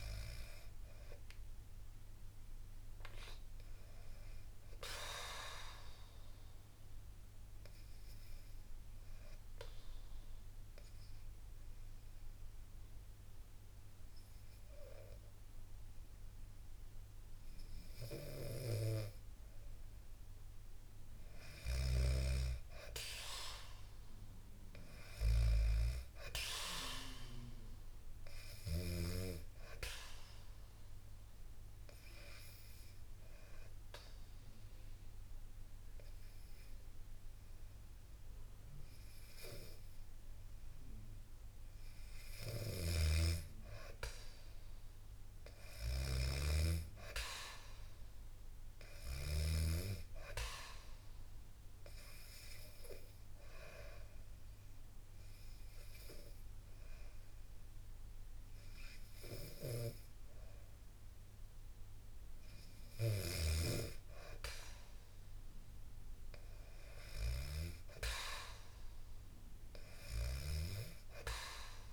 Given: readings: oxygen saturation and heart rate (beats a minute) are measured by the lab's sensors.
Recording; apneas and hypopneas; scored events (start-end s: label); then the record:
breathing in sleep by a room microphone; 3
0.00-2.50 s: arousal
1.00-19.00 s: oxygen desaturation (device-marked, oxygen 98% before, 95% lowest, heart rate 67 before, 64 extreme)
6.50-19.50 s: obstructive apnea (oxygen 99% before, 94% lowest, heart rate 67 before, 64 extreme, up 4 after)
21.50-25.00 s: arousal
28.50-42.00 s: obstructive apnea (oxygen 98% before, 94% lowest, heart rate 66 before, 65 extreme, up 3 after)
42.50-49.50 s: snoring (device-marked)
44.50-48.00 s: arousal
50.00-62.50 s: obstructive apnea (oxygen 98% before, 94% lowest, heart rate 67 before, 65 extreme, up 4 after)
66.00-69.50 s: arousal
From the record:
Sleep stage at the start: N2 (light sleep); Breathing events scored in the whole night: 565 in 7.1 hours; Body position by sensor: on the back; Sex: female